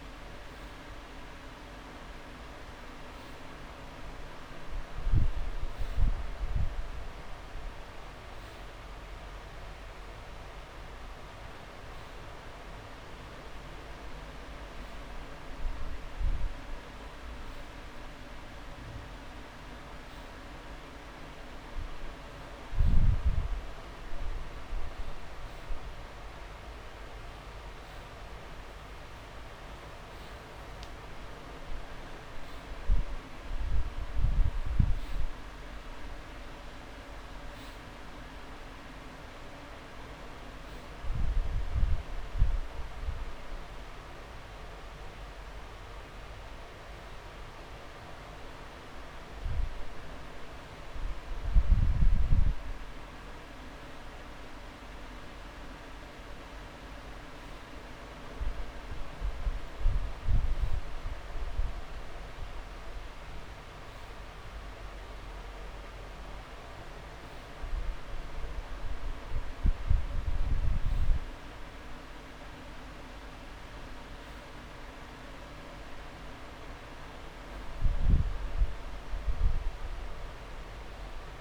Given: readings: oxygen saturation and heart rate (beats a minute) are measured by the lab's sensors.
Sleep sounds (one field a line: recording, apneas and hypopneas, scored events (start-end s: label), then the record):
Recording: breathing in sleep, hard to hear, by a room microphone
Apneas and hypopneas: none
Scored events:
58.00-60.00 s: long interval between heartbeats (device-marked)
From the record:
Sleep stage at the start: N2 (light sleep)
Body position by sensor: on the back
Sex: male